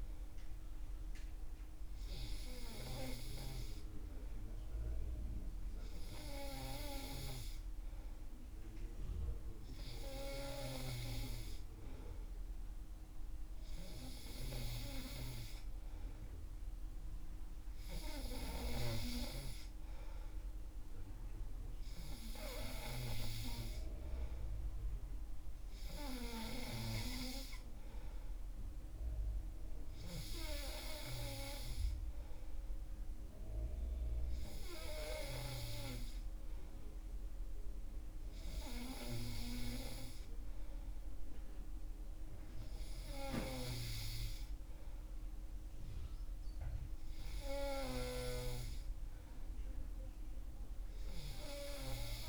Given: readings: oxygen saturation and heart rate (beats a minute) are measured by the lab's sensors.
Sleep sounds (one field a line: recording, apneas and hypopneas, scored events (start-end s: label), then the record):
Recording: breathing in sleep by a room microphone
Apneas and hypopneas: none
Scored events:
none scored
From the record:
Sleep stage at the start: N3 (deep sleep)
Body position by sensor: on the back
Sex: male